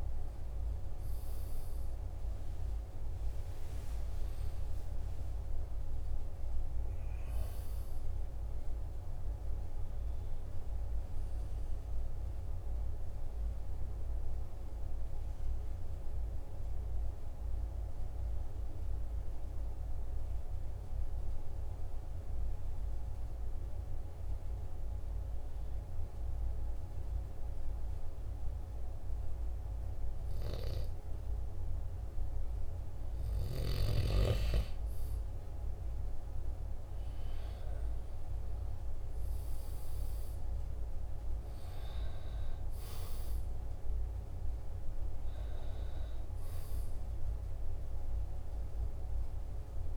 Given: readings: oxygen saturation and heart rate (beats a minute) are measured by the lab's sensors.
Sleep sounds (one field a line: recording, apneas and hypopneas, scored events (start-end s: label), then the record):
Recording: breathing in sleep, hard to hear, by a room microphone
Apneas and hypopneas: 1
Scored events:
15.00-33.50 s: mixed apnea (oxygen 97% before, 94% lowest, heart rate 50 before, 44 extreme, up 3 after)
36.00-41.00 s: arousal
From the record:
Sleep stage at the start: N2 (light sleep)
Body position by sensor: on the back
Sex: male